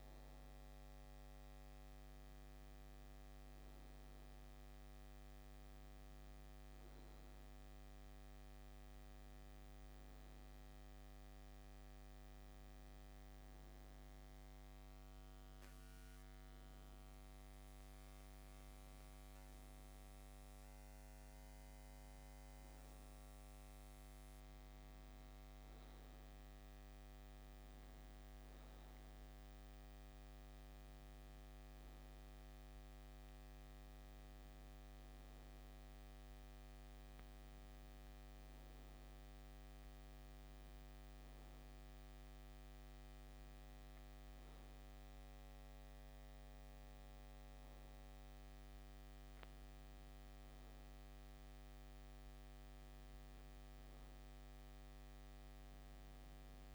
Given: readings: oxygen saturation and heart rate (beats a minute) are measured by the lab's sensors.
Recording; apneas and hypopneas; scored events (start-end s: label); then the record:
breathing in sleep, hard to hear, by a microphone on the trachea; none
none scored
From the record:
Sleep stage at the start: N2 (light sleep); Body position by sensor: on the back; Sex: male